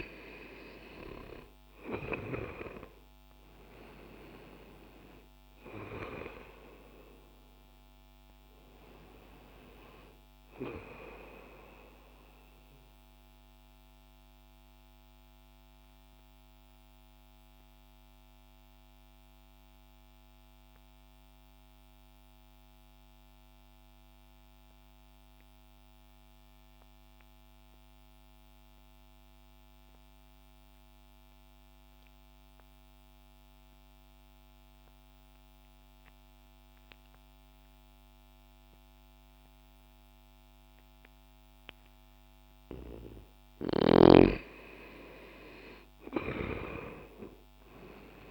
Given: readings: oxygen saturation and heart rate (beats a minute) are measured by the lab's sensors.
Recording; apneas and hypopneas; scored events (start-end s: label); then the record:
breathing in sleep by a microphone on the trachea; 1
0.00-4.00 s: arousal
0.00-34.00 s: oxygen desaturation (device-marked, oxygen 97% before, 82% lowest, heart rate 60 before, 60 extreme)
13.00-42.50 s: mixed apnea (oxygen 97% before, 82% lowest, heart rate 60 before, 60 extreme, up 0 after)
40.00-48.31 s: oxygen desaturation (device-marked, oxygen 97% before, 90% lowest, heart rate 60 before, 60 extreme)
From the record:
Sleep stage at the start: N2 (light sleep); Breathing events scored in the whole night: 518 in 7.1 hours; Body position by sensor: on the left side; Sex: male